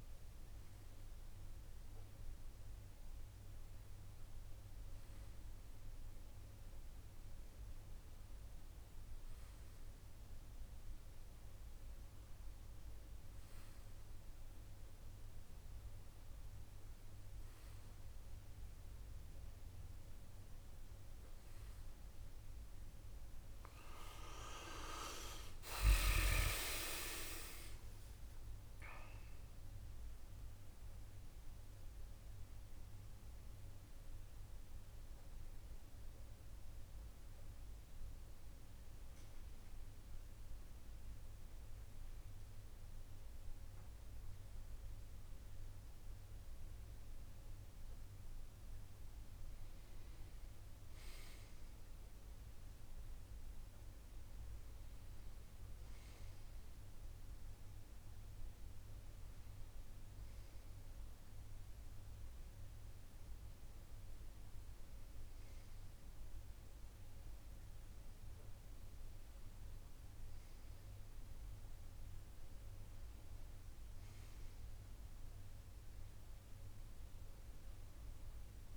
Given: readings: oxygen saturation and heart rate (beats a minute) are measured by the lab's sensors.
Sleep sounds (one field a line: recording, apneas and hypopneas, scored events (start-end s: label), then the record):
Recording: breathing in sleep by a room microphone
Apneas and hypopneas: 1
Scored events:
24.00-28.00 s: arousal
31.00-48.00 s: central apnea (oxygen 96% before, 94% lowest, heart rate 59 before, 52 extreme, up 4 after)
51.00-54.50 s: arousal
57.50-66.50 s: oxygen desaturation (device-marked, oxygen 99% before, 94% lowest, heart rate 54 before, 54 extreme)
From the record:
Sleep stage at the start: N1 (lightest sleep)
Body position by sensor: on the left side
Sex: male